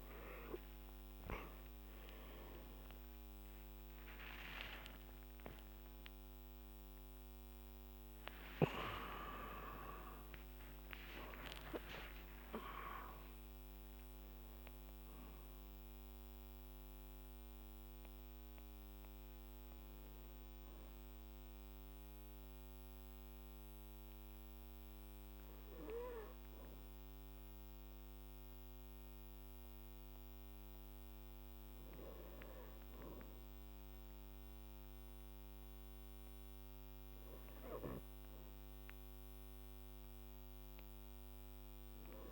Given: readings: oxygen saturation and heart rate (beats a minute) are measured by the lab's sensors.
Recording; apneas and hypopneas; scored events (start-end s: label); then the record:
breathing in sleep by a microphone on the trachea; none
0.00-41.50 s: oxygen desaturation (device-marked, oxygen 76% lowest, heart rate 46 extreme)
4.00-11.00 s: arousal
5.50-7.50 s: long interval between heartbeats (device-marked, heart rate 53 before, 97 extreme)
12.50-14.50 s: long interval between heartbeats (device-marked, heart rate 78 before, 119 extreme)
18.50-42.32 s: new sleep stage, N1 (lightest sleep)
From the record:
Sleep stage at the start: N2 (light sleep); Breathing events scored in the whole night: 329 in 3.8 hours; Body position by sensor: on the back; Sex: male